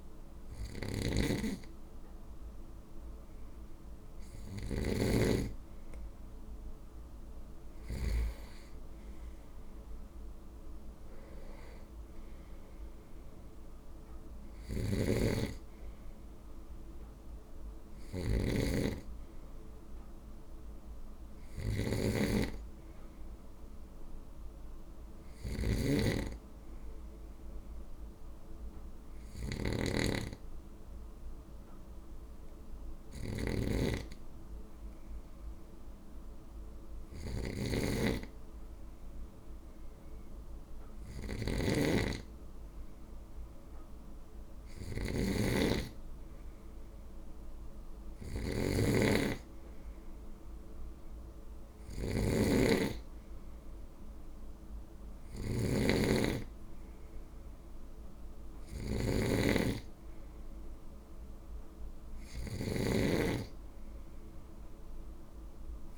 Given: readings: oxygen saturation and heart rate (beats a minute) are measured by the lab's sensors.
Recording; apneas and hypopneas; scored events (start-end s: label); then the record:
breathing in sleep by a room microphone; 1
0.00-8.00 s: snoring (device-marked)
14.00-65.98 s: snoring (device-marked)
18.00-21.50 s: arousal
24.00-37.50 s: hypopnea (oxygen 97% before, 95% lowest, heart rate 53 before, 51 extreme, up 3 after)
40.00-44.00 s: arousal
From the record:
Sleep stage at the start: N2 (light sleep); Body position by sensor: on the right side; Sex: male